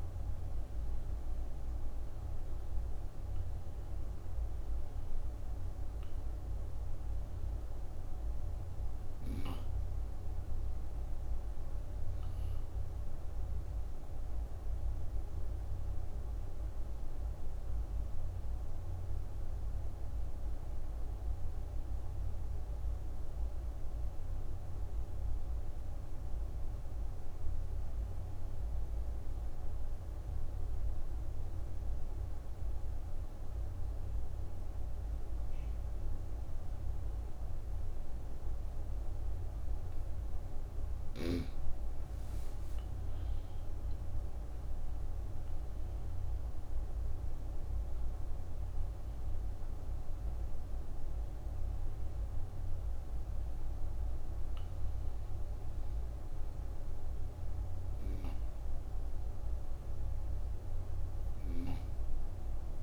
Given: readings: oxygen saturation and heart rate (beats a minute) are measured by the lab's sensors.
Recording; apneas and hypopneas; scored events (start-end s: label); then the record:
breathing in sleep, hard to hear, by a room microphone; 1
0.00-24.00 s: oxygen desaturation (device-marked, oxygen 85% lowest, heart rate 37 extreme)
13.50-40.00 s: obstructive apnea (oxygen 98% before, 85% lowest, heart rate 69 before, 27 extreme, up 14 after)
40.00-62.83 s: oxygen desaturation (device-marked, oxygen 98% before, 85% lowest, heart rate 65 before, 27 extreme)
41.50-45.50 s: arousal
From the record:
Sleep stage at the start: N2 (light sleep); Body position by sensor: on the right side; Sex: female